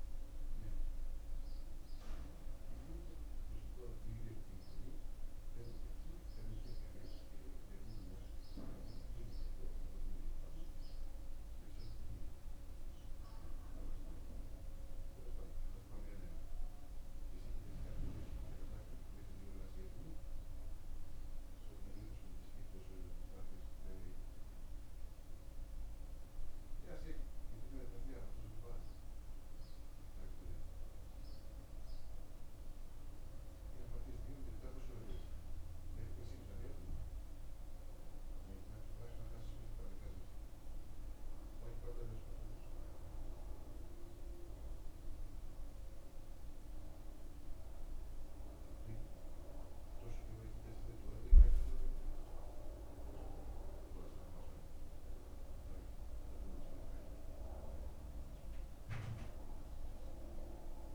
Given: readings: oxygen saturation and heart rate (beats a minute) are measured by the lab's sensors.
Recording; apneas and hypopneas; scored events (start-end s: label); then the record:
a person awake in a sleep study, by a room microphone; none
none scored
From the record:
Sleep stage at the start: awake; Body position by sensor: on the back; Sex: male